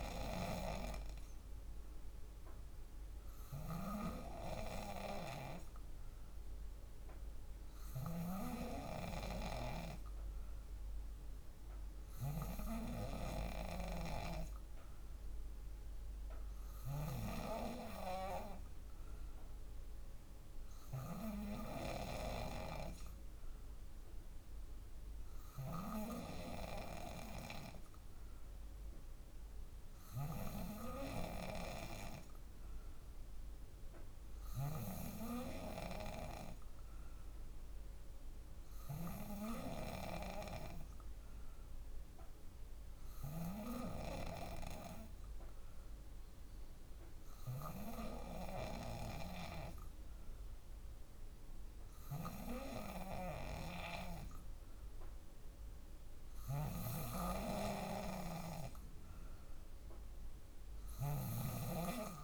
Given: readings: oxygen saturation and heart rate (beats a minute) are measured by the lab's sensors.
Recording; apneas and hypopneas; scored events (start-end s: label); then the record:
breathing in sleep by a room microphone; none
56.00-61.00 s: snoring (device-marked)
From the record:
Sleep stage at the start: N2 (light sleep); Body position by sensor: on the back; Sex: female